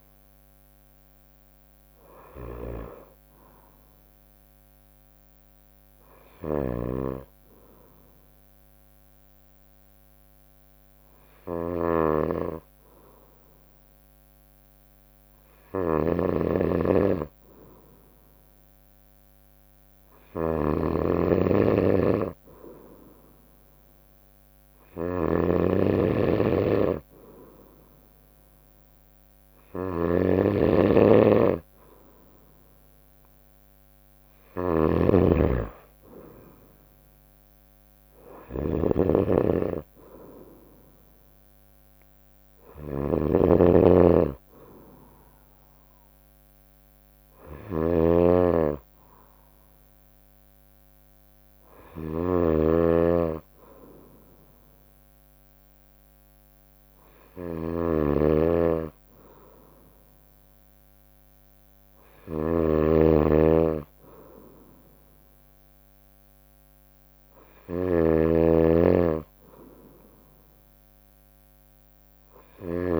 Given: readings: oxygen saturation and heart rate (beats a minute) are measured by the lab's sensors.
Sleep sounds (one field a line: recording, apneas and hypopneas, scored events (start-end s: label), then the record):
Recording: breathing in sleep by a microphone on the trachea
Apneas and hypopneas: none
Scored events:
2.00-73.00 s: snoring (device-marked)
From the record:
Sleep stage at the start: N2 (light sleep)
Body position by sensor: on the right side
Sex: female